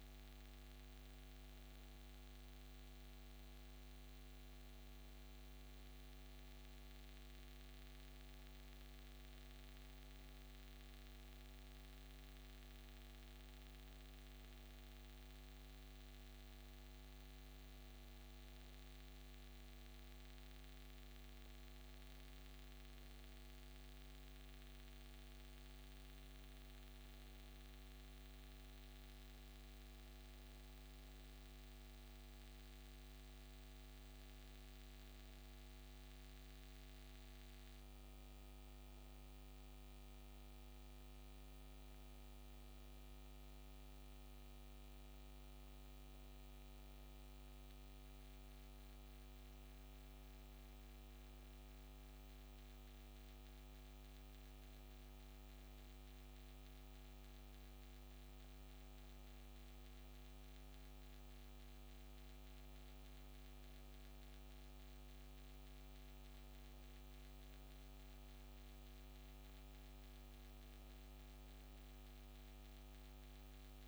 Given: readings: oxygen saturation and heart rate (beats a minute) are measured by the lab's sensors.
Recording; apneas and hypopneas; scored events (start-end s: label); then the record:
breathing in sleep, hard to hear, by a microphone on the trachea; none
none scored
From the record:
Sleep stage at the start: N2 (light sleep); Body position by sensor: on the back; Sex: female